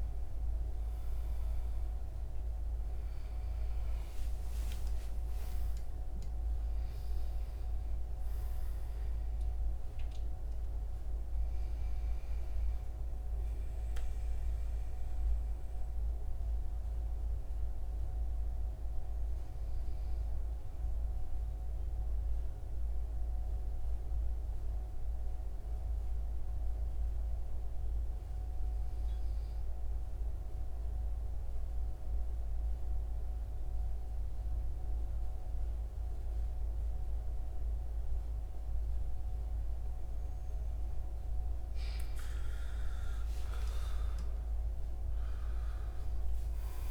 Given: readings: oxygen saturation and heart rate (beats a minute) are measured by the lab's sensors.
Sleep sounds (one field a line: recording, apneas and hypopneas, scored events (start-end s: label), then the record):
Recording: breathing in sleep, hard to hear, by a room microphone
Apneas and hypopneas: 1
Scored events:
0.50-4.50 s: arousal
2.50-17.50 s: oxygen desaturation (device-marked, oxygen 96% before, 91% lowest, heart rate 79 before, 76 extreme)
13.50-39.50 s: obstructive apnea (oxygen 96% before, 91% lowest, heart rate 89 before, 73 extreme, up 6 after)
40.50-46.91 s: oxygen desaturation (device-marked, oxygen 97% before, 91% lowest, heart rate 79 before, 73 extreme)
42.50-46.91 s: arousal
From the record:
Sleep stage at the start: N2 (light sleep)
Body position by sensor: on the right side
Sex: male